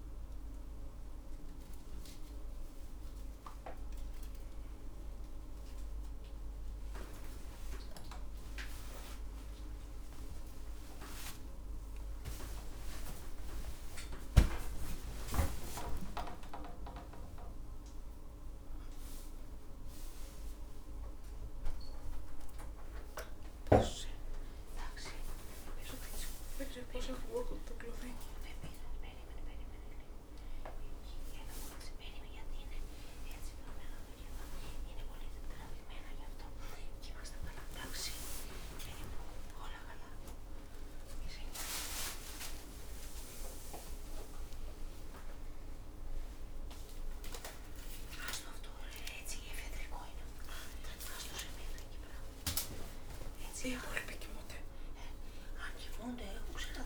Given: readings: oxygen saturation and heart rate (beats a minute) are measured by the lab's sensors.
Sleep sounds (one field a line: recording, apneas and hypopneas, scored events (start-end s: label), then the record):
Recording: a person awake in a sleep study, by a room microphone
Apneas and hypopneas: none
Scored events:
28.50-45.50 s: oxygen desaturation (device-marked, oxygen 99% before, 94% lowest, heart rate 130 before, 84 extreme)
From the record:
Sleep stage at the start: awake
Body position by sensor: on the back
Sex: female